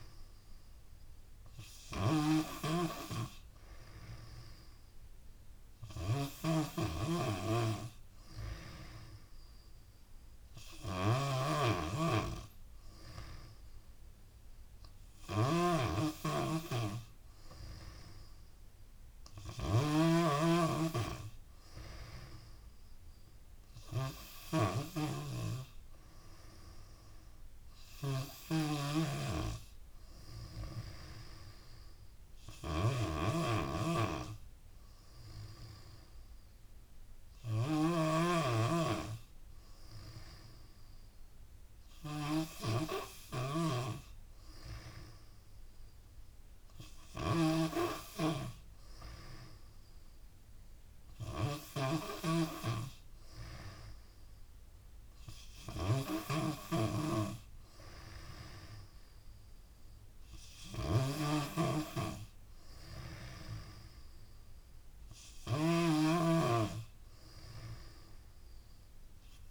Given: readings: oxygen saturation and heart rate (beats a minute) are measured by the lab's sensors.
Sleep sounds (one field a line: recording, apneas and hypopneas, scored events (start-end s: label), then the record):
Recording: breathing in sleep by a room microphone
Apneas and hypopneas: none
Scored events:
0.00-69.50 s: snoring (device-marked)
From the record:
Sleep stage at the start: N3 (deep sleep)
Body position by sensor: on the back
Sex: female